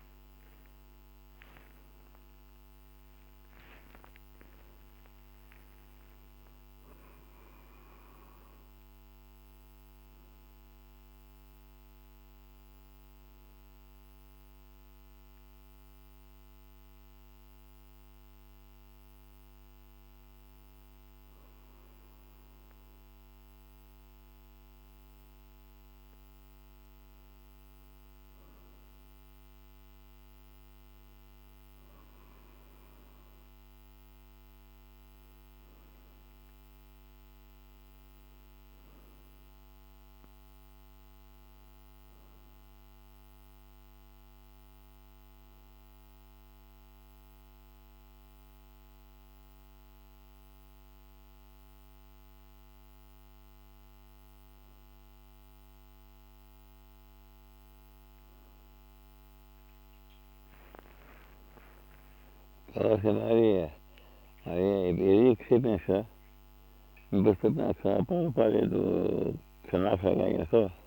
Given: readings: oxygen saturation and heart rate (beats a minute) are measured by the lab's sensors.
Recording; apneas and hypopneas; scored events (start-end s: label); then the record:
breathing in sleep by a microphone on the trachea; none
0.00-2.00 s: arousal
70.00-70.87 s: new sleep stage, awake
From the record:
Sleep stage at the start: N1 (lightest sleep); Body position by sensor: on the back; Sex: male